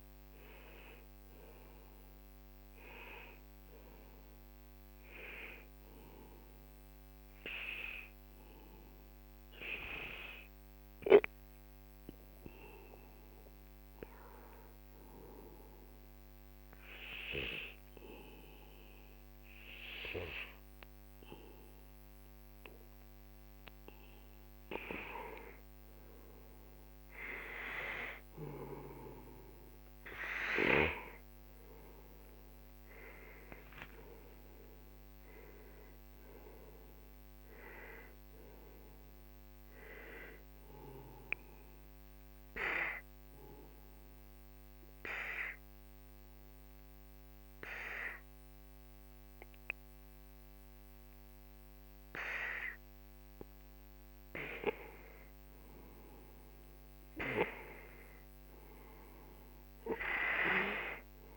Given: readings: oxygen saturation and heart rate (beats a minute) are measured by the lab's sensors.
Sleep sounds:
breathing in sleep by a microphone on the trachea; 2
0.00-5.00 s: oxygen desaturation (device-marked, oxygen 89% lowest, heart rate 32 extreme)
15.50-25.50 s: obstructive apnea (oxygen 98% before, 90% lowest, heart rate 61 before, 45 extreme, up 5 after)
17.00-61.37 s: new sleep stage, N2 (light sleep)
22.00-42.00 s: oxygen desaturation (device-marked, oxygen 97% before, 91% lowest, heart rate 56 before, 45 extreme)
28.50-33.00 s: arousal
42.50-55.50 s: obstructive apnea (oxygen 97% before, 90% lowest, heart rate 54 before, 45 extreme, up 13 after)
58.00-61.37 s: arousal
59.00-61.37 s: oxygen desaturation (device-marked, oxygen 96% before, 90% lowest, heart rate 50 before, 45 extreme)
From the record:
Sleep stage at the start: N1 (lightest sleep); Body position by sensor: on the right side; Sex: male

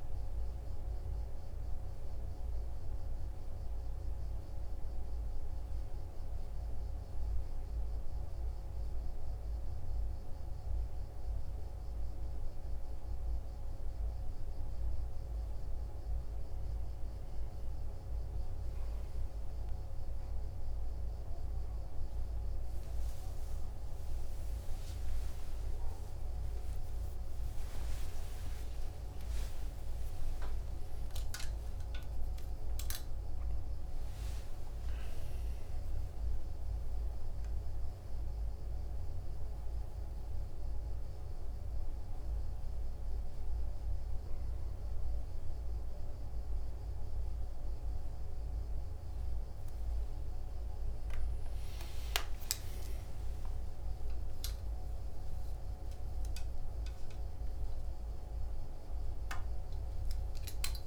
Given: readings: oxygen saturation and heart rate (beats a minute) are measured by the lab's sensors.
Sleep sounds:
a person awake in a sleep study, hard to hear, by a room microphone; none
27.00-31.00 s: tachycardia (device-marked, heart rate 50 before, 120 extreme)
From the record:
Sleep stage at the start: awake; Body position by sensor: on the right side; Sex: male

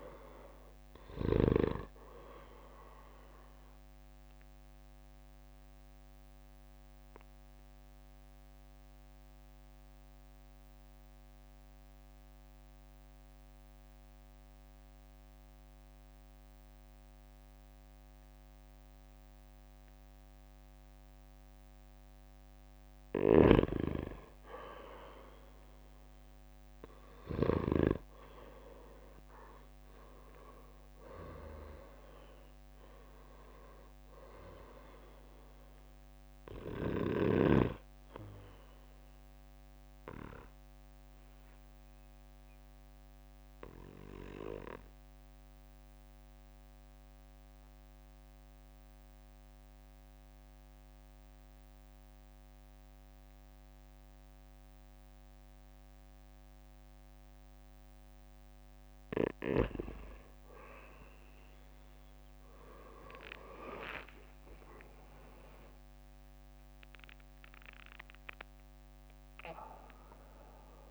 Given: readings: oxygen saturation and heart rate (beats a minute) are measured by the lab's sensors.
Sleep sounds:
breathing in sleep by a microphone on the trachea; 2
0.00-20.50 s: oxygen desaturation (device-marked, oxygen 89% lowest, heart rate 52 extreme)
4.00-22.50 s: obstructive apnea (oxygen 98% before, 89% lowest, heart rate 63 before, 52 extreme, up 17 after)
25.00-28.50 s: arousal
28.50-46.50 s: oxygen desaturation (device-marked, oxygen 98% before, 91% lowest, heart rate 57 before, 52 extreme)
39.00-58.50 s: obstructive apnea (oxygen 98% before, 89% lowest, heart rate 65 before, 52 extreme, up 13 after)
56.50-70.91 s: new sleep stage, awake
61.50-70.91 s: oxygen desaturation (device-marked, oxygen 97% before, 89% lowest, heart rate 57 before, 59 extreme)
64.50-70.91 s: drop in pulse transit time (device-marked, heart rate 59 before, 68 extreme)
65.00-70.00 s: leg movement (device-marked)
From the record:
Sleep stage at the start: N2 (light sleep); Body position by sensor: on the back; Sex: male

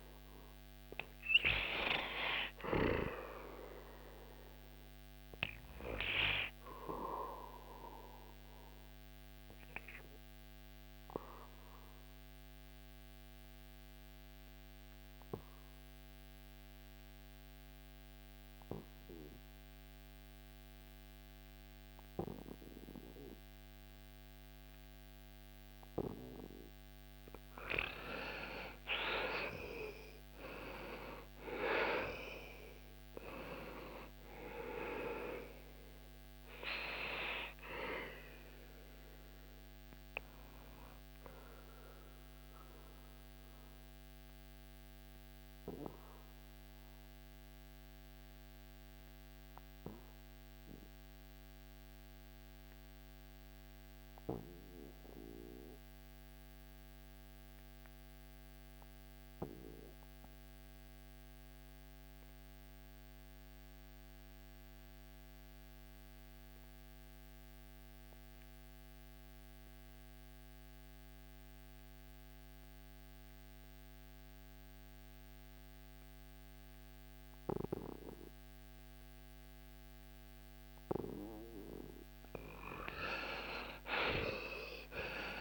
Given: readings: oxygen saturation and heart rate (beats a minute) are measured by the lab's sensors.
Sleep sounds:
breathing in sleep by a microphone on the trachea; 2
0.00-2.50 s: arousal
6.00-25.50 s: obstructive apnea (oxygen 100% before, 85% lowest, heart rate 82 before, 69 extreme, up 12 after)
25.50-52.50 s: oxygen desaturation (device-marked, oxygen 97% before, 85% lowest, heart rate 75 before, 68 extreme)
26.00-31.00 s: arousal
35.50-80.50 s: obstructive apnea (oxygen 97% before, 75% lowest, heart rate 77 before, 67 extreme, up 19 after)
55.50-85.41 s: new sleep stage, REM sleep
69.50-85.41 s: oxygen desaturation (device-marked, oxygen 98% before, 75% lowest, heart rate 75 before, 67 extreme)
82.00-85.41 s: arousal
From the record:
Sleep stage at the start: N2 (light sleep); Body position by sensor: on the back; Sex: male

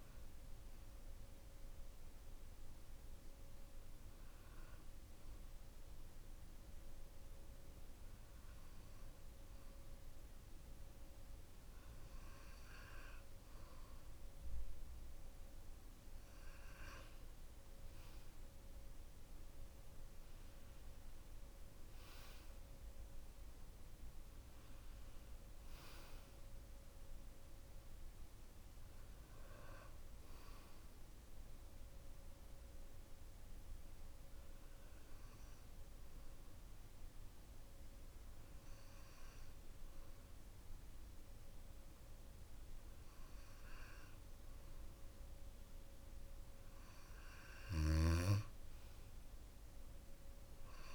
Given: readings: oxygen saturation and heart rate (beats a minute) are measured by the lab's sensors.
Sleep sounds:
breathing in sleep, hard to hear, by a room microphone; 2
0.00-8.00 s: oxygen desaturation (device-marked, oxygen 91% lowest, heart rate 53 extreme)
2.50-16.50 s: hypopnea (oxygen 97% before, 92% lowest, heart rate 59 before, 54 extreme, up 7 after)
20.00-23.00 s: arousal
31.00-46.50 s: hypopnea (oxygen 97% before, 93% lowest, heart rate 62 before, 46 extreme, up 15 after)
49.50-50.95 s: arousal
From the record:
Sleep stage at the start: N2 (light sleep); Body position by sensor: on the back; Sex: male

